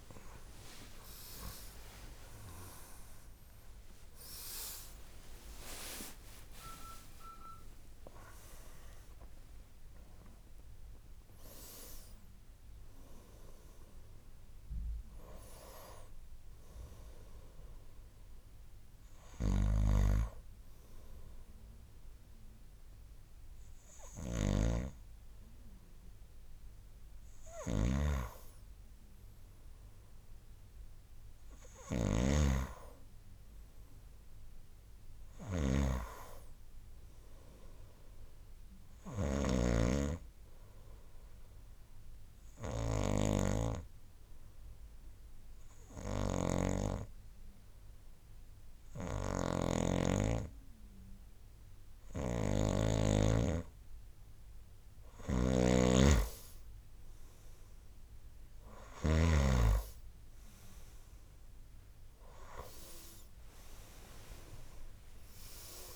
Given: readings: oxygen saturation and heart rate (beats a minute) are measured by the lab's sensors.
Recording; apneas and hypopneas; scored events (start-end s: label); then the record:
a person partly awake in a sleep study, by a room microphone; 1
2.00-8.00 s: tachycardia (device-marked, heart rate 70 before, 108 extreme)
20.00-65.96 s: new sleep stage, N2 (light sleep)
27.50-40.00 s: snoring (device-marked)
40.50-53.50 s: hypopnea (oxygen 99% before, 90% lowest, heart rate 61 before, 65 extreme, up 6 after)
46.50-59.50 s: snoring (device-marked)
61.00-65.96 s: oxygen desaturation (device-marked, oxygen 96% before, 91% lowest, heart rate 66 before, 56 extreme)
From the record:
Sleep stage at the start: awake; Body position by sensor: on the right side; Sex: male